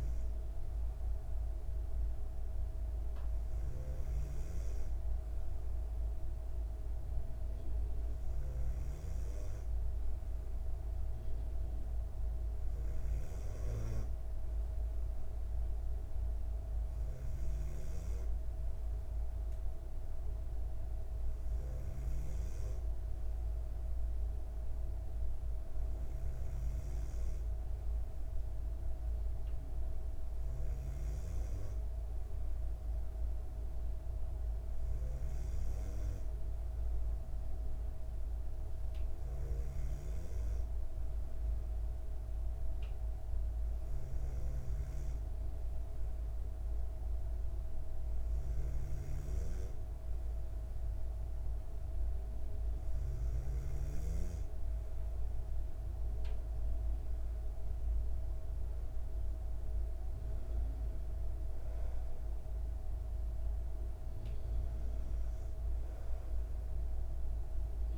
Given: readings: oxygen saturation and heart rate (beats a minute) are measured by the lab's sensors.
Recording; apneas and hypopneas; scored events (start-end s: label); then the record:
breathing in sleep, hard to hear, by a room microphone; none
58.00-61.00 s: arousal
From the record:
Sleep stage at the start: N2 (light sleep); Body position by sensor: on the back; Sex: female